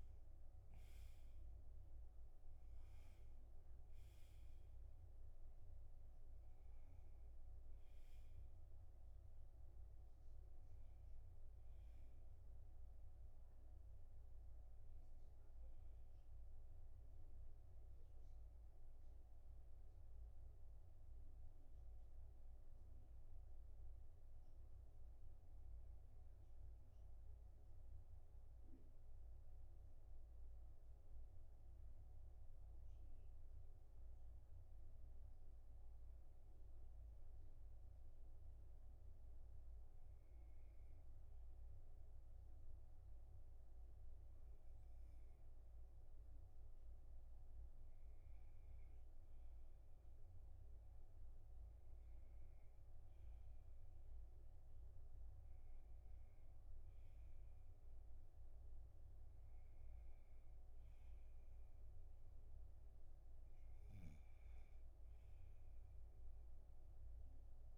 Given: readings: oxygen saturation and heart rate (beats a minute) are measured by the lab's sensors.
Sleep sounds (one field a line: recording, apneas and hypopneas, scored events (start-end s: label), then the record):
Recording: breathing in sleep, hard to hear, by a room microphone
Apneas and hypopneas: 1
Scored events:
24.00-37.00 s: oxygen desaturation (device-marked, oxygen 97% before, 90% lowest, heart rate 50 before, 43 extreme)
30.50-34.50 s: arousal
38.00-49.50 s: hypopnea (oxygen 98% before, 96% lowest, heart rate 53 before, 39 extreme, up 0 after)
52.50-57.50 s: arousal
From the record:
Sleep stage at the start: N2 (light sleep)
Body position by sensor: on the back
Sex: male